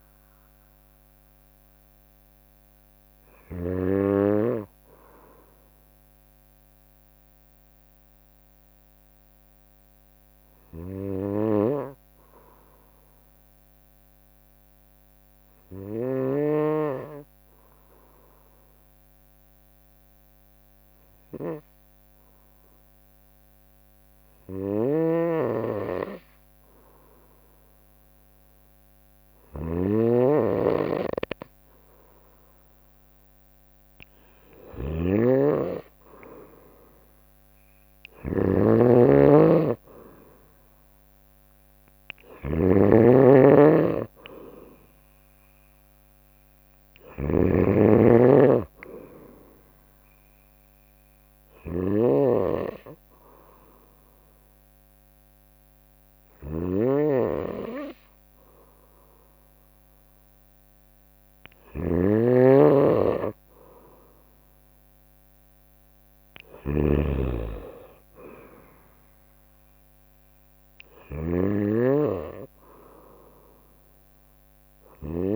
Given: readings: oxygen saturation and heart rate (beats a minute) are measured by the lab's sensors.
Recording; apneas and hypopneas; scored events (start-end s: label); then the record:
breathing in sleep by a microphone on the trachea; 2
0.00-2.50 s: drop in pulse transit time (device-marked, heart rate 61 extreme)
1.50-9.50 s: bradycardia (device-marked, heart rate 64 before, 58 extreme)
5.00-28.50 s: hypopnea (oxygen 95% before, 91% lowest, heart rate 67 before, 59 extreme, up 1 after)
6.50-19.50 s: oxygen desaturation (device-marked, oxygen 94% before, 91% lowest, heart rate 66 before, 60 extreme)
11.00-16.00 s: snoring (device-marked)
24.00-75.36 s: snoring (device-marked)
33.00-36.50 s: arousal
35.50-59.50 s: oxygen desaturation (device-marked, oxygen 97% before, 92% lowest, heart rate 60 before, 60 extreme)
50.00-63.00 s: hypopnea (oxygen 99% before, 92% lowest, heart rate 61 before, 60 extreme)
65.50-69.00 s: arousal
From the record:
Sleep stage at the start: N2 (light sleep); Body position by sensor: on the right side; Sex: female